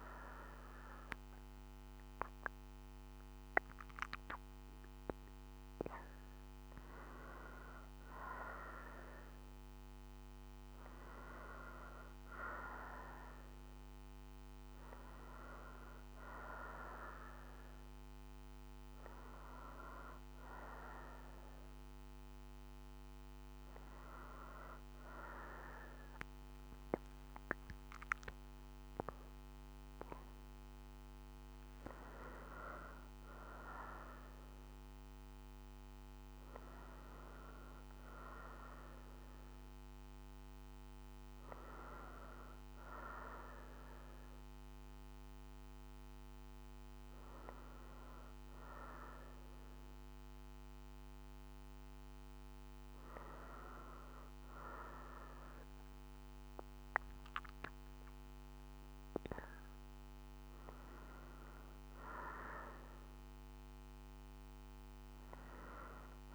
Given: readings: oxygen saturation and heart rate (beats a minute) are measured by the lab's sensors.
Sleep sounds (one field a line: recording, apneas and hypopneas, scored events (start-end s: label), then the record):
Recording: breathing in sleep by a microphone on the trachea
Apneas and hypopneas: none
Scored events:
26.50-31.00 s: arousal
From the record:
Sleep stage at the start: N2 (light sleep)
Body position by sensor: on the right side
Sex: female